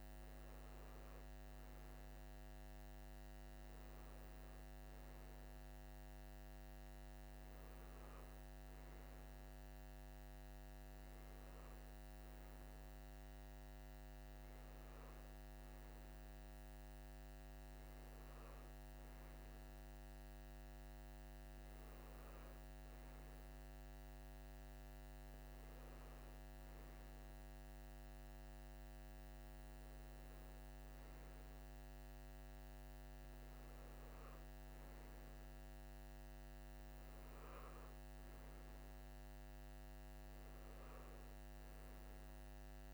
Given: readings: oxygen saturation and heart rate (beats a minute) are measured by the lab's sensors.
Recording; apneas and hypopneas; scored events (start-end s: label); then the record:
breathing in sleep, hard to hear, by a microphone on the trachea; none
none scored
From the record:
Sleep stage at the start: N3 (deep sleep); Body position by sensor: on the right side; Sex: male